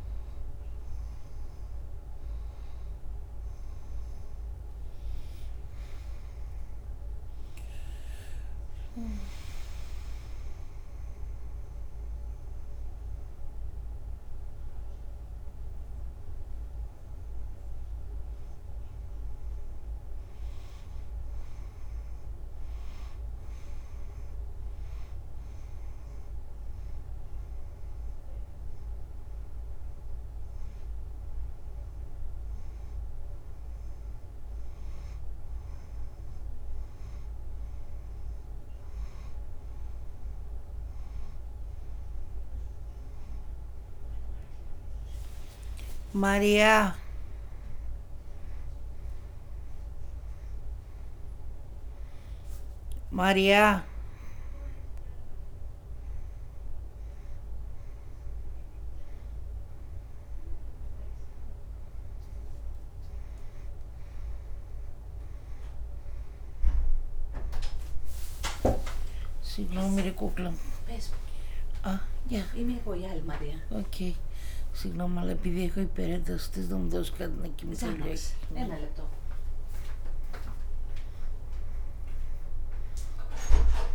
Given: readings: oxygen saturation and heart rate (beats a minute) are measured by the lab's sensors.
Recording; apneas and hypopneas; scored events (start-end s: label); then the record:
a person partly awake in a sleep study, by a room microphone; none
43.00-53.00 s: oxygen desaturation (device-marked, oxygen 96% before, 93% lowest, heart rate 93 before, 93 extreme)
55.00-83.95 s: new sleep stage, awake
69.50-74.00 s: snoring (device-marked)
From the record:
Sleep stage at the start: N1 (lightest sleep); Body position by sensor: on the front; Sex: female